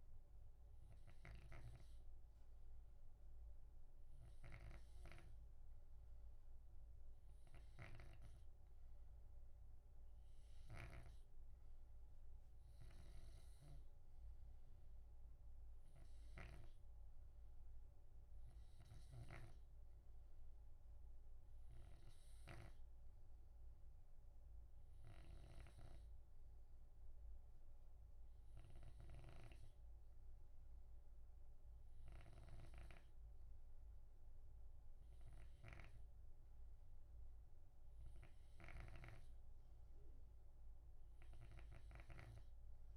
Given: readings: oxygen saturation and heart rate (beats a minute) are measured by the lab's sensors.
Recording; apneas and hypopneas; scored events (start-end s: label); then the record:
breathing in sleep by a room microphone; none
0.00-11.00 s: snoring (device-marked)
13.00-17.00 s: snoring (device-marked)
19.00-23.00 s: snoring (device-marked)
25.00-42.96 s: snoring (device-marked)
From the record:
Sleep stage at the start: N2 (light sleep); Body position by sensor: on the left side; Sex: male